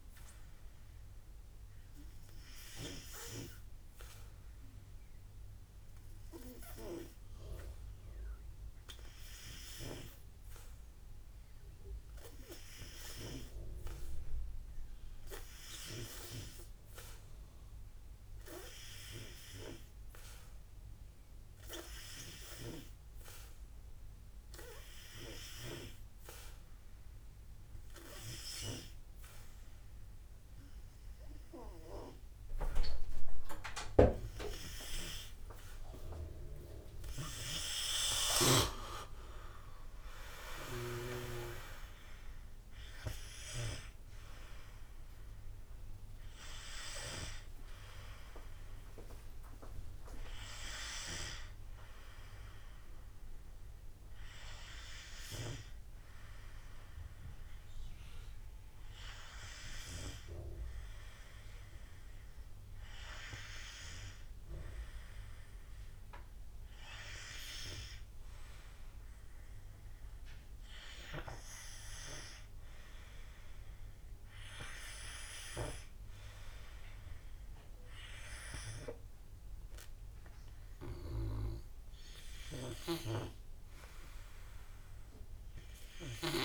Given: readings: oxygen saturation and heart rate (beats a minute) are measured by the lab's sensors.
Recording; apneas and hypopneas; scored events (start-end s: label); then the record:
breathing in sleep by a room microphone; none
19.50-31.50 s: oxygen desaturation (device-marked, oxygen 93% before, 90% lowest, heart rate 59 before, 49 extreme)
37.50-50.50 s: drop in pulse transit time (device-marked, heart rate 63 before, 50 extreme)
38.00-42.00 s: arousal
From the record:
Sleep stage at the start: N2 (light sleep); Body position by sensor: on the back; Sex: male